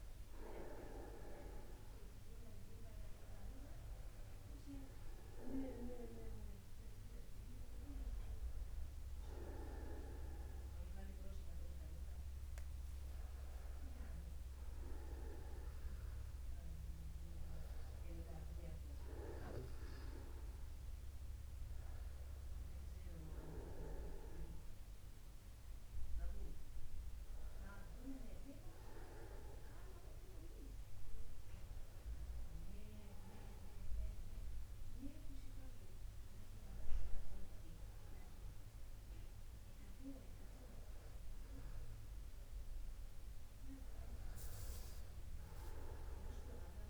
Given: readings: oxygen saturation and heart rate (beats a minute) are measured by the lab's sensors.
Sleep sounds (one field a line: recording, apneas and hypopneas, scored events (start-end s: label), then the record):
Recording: a person awake in a sleep study, by a room microphone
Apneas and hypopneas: none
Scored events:
none scored
From the record:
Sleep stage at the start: awake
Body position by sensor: upright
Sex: male